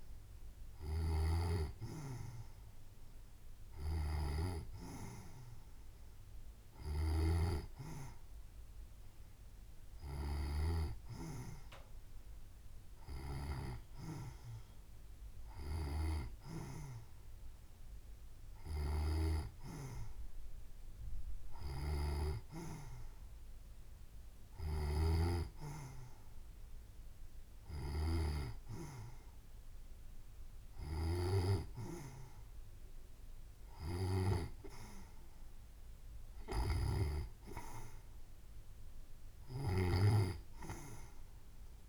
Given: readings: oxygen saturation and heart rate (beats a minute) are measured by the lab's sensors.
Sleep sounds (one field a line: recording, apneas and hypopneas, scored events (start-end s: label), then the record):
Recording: breathing in sleep by a room microphone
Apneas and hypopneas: none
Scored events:
none scored
From the record:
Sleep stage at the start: N2 (light sleep)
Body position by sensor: on the right side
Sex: female